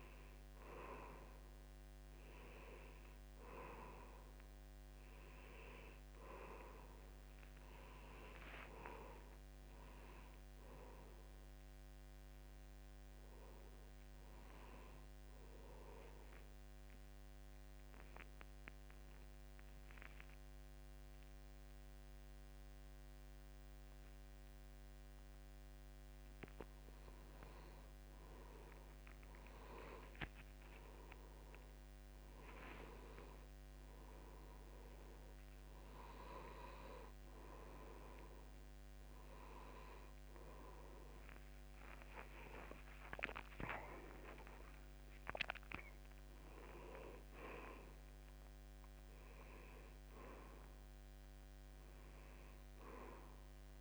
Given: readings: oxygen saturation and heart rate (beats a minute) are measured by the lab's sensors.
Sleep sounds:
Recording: breathing in sleep by a microphone on the trachea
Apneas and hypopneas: 1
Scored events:
0.00-17.00 s: oxygen desaturation (device-marked, oxygen 89% lowest, heart rate 75 extreme)
17.50-27.50 s: central apnea (oxygen 93% before, 90% lowest, heart rate 77 before, 75 extreme, up 15 after)
29.00-32.50 s: arousal
32.50-34.50 s: long interval between heartbeats (device-marked, heart rate 76 before, 89 extreme)
34.00-49.00 s: oxygen desaturation (device-marked, oxygen 93% before, 90% lowest, heart rate 77 before, 75 extreme)
From the record:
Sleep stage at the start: N2 (light sleep)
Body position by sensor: on the back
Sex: male

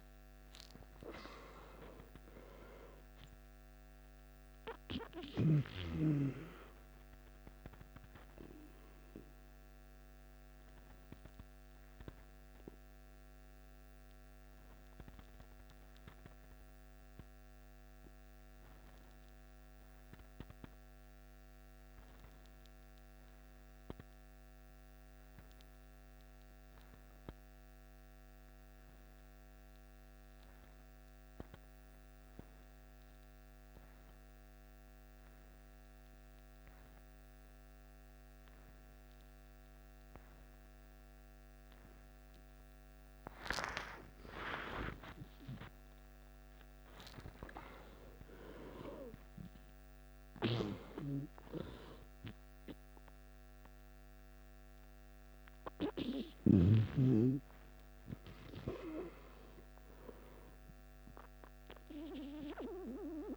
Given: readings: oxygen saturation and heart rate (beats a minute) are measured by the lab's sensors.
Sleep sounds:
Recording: breathing in sleep by a microphone on the trachea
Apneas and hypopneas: 1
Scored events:
1.50-22.50 s: oxygen desaturation (device-marked, oxygen 98% before, 91% lowest, heart rate 58 before, 52 extreme)
8.50-44.00 s: obstructive apnea (oxygen 98% before, 89% lowest, heart rate 62 before, 52 extreme, up 16 after)
35.50-63.37 s: oxygen desaturation (device-marked, oxygen 97% before, 89% lowest, heart rate 53 before, 53 extreme)
44.50-48.50 s: arousal
From the record:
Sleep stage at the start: N2 (light sleep)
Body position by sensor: on the back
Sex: male

